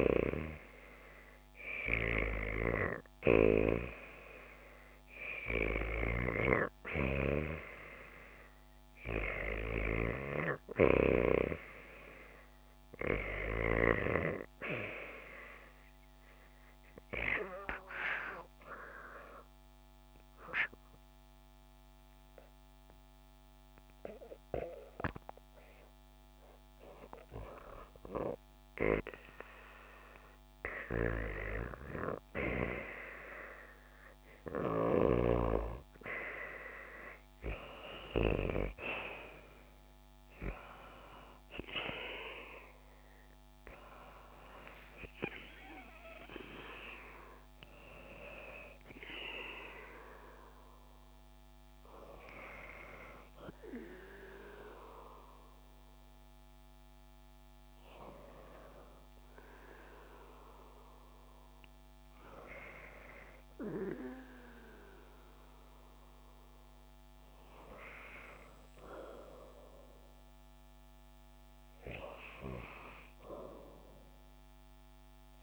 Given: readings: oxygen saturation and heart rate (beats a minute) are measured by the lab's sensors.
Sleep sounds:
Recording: breathing in sleep by a microphone on the trachea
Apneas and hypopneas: 1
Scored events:
5.50-13.50 s: snoring (device-marked)
14.50-25.50 s: obstructive apnea (oxygen 95% before, 93% lowest, heart rate 76 before, 76 extreme, up 0 after)
38.50-44.00 s: arousal
From the record:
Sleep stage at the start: REM sleep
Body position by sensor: on the back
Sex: female

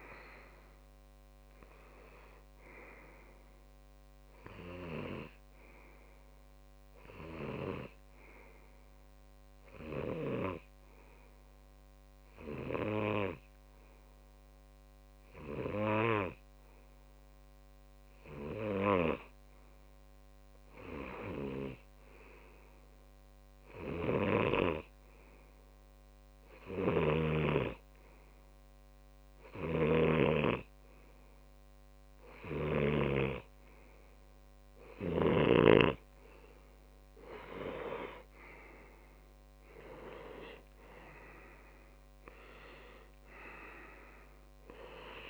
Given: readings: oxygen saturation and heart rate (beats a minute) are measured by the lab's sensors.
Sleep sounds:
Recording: breathing in sleep by a microphone on the trachea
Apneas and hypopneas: 2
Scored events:
8.00-18.50 s: hypopnea (oxygen 97% before, 94% lowest)
20.50-23.50 s: arousal
27.00-37.00 s: hypopnea (oxygen 97% before, 94% lowest)
27.50-34.00 s: snoring (device-marked)
40.50-43.50 s: arousal
From the record:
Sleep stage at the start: N2 (light sleep)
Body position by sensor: on the left side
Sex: male

